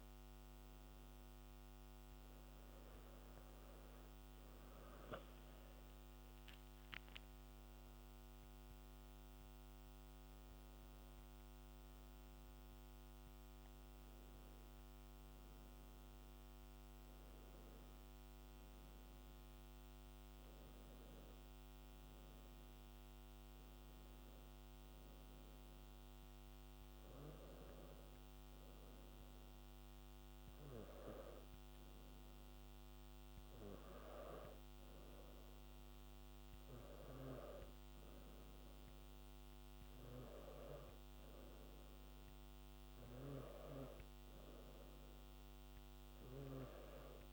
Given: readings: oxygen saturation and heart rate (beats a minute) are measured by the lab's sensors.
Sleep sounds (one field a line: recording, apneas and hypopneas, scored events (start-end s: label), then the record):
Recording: breathing in sleep by a microphone on the trachea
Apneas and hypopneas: none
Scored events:
none scored
From the record:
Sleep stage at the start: N2 (light sleep)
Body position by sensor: on the back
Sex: male